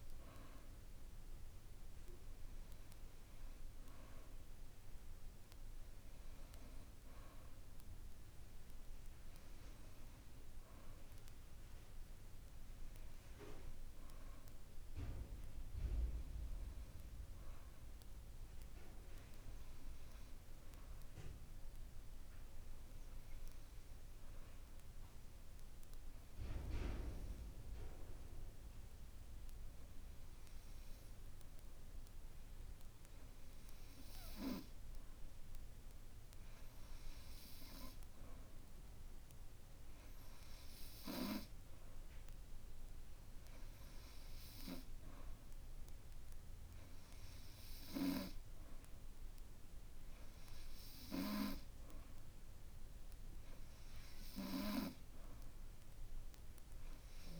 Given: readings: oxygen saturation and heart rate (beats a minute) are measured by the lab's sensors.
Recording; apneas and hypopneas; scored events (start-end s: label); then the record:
breathing in sleep by a room microphone; none
none scored
From the record:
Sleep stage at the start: N2 (light sleep); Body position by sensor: on the back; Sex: male